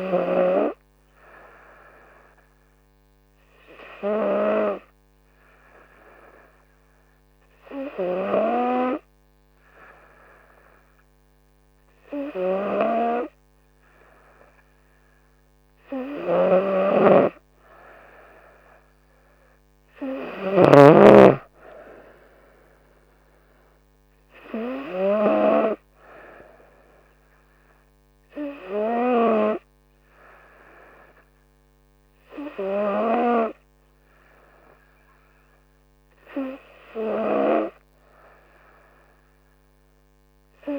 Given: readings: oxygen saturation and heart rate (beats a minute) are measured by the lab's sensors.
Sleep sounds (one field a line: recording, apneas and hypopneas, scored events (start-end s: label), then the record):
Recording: breathing in sleep by a microphone on the trachea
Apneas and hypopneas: none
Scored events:
none scored
From the record:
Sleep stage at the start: N3 (deep sleep)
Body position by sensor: on the right side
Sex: female